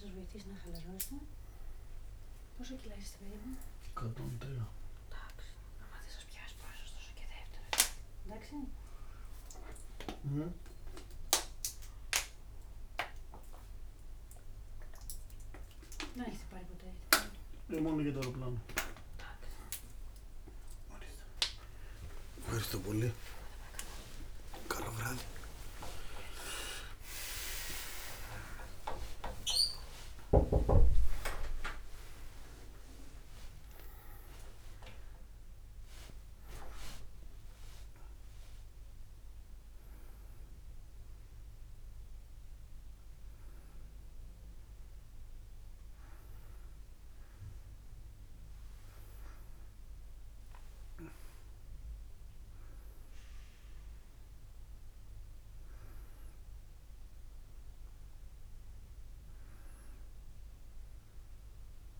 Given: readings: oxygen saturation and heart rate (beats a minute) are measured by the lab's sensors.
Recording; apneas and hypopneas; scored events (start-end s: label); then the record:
a person partly awake in a sleep study, by a room microphone; none
4.00-10.50 s: snoring (device-marked)
27.00-62.00 s: new sleep stage, N1 (lightest sleep)
From the record:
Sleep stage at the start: awake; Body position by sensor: on the back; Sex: male